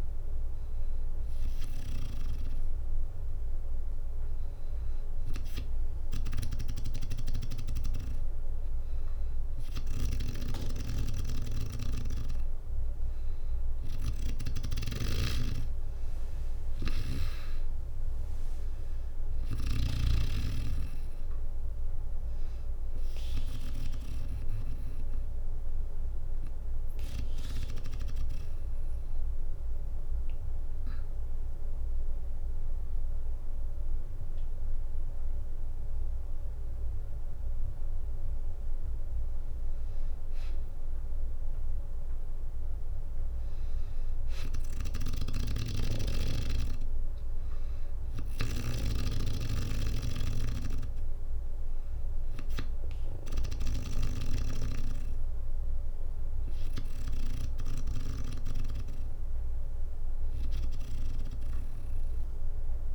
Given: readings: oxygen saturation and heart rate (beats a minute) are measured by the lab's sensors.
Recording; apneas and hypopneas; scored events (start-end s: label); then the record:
breathing in sleep by a room microphone; 1
5.50-19.50 s: snoring (device-marked)
14.50-16.50 s: long interval between heartbeats (device-marked, heart rate 61 before, 70 extreme)
15.50-18.50 s: arousal
16.00-30.00 s: drop in pulse transit time (device-marked, heart rate 63 before, 60 extreme)
27.00-37.50 s: hypopnea (oxygen 95% before, 94% lowest, heart rate 71 before, 57 extreme, up 0 after)
34.00-43.00 s: bradycardia (device-marked, heart rate 63 before, 57 extreme)
41.00-45.00 s: arousal
44.50-53.50 s: snoring (device-marked)
47.00-58.00 s: oxygen desaturation (device-marked, oxygen 97% before, 94% lowest, heart rate 60 before, 61 extreme)
From the record:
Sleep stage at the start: N2 (light sleep); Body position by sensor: on the back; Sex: female